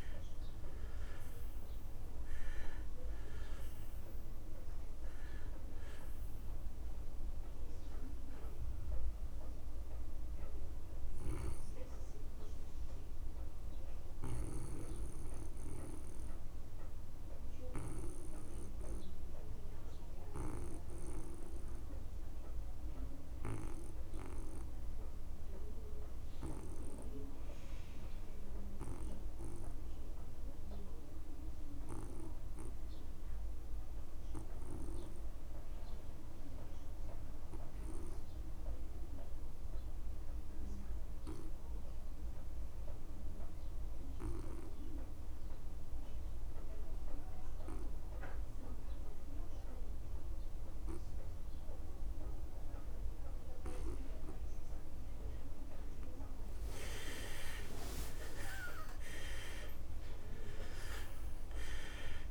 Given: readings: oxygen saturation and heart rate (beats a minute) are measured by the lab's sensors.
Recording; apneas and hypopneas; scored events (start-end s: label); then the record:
breathing in sleep by a room microphone; 1
0.00-26.50 s: oxygen desaturation (device-marked, oxygen 78% lowest)
10.00-54.50 s: obstructive apnea (oxygen 96% before, 75% lowest)
44.50-62.31 s: oxygen desaturation (device-marked, oxygen 98% before, 75% lowest)
58.50-62.00 s: arousal
From the record:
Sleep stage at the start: N2 (light sleep); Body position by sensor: on the back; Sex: male